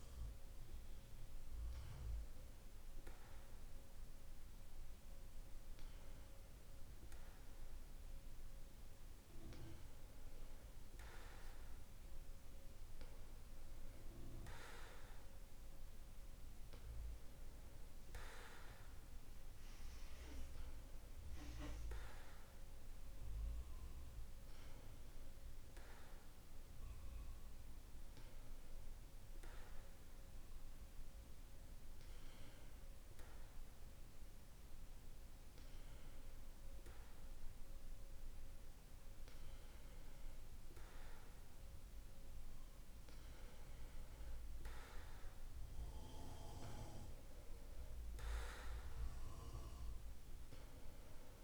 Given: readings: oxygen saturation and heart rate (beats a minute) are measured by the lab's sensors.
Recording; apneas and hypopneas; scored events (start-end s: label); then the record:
breathing in sleep by a room microphone; none
none scored
From the record:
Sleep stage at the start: N2 (light sleep); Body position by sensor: on the back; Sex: male